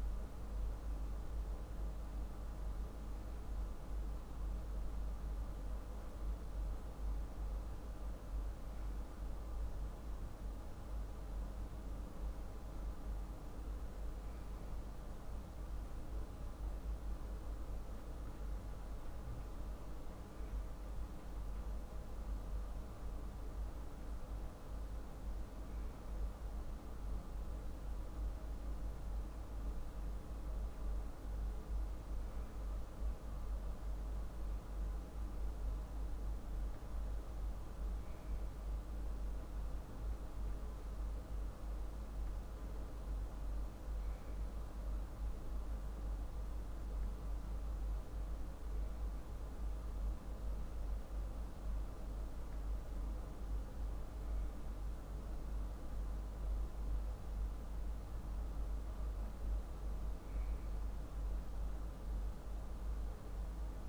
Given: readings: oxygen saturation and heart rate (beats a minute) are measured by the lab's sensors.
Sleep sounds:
breathing in sleep, hard to hear, by a room microphone; none
none scored
From the record:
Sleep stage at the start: N2 (light sleep); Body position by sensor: on the back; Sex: male

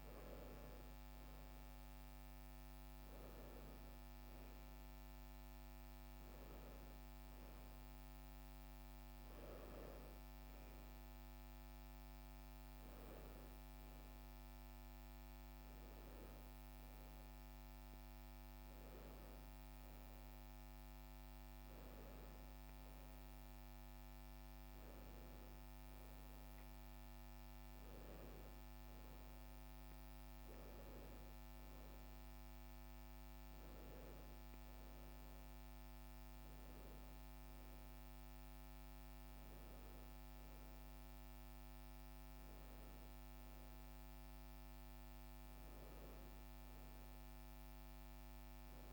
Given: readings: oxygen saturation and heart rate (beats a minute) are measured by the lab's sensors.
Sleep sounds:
a person awake in a sleep study, hard to hear, by a microphone on the trachea; none
none scored
From the record:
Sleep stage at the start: awake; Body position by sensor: on the right side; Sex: female

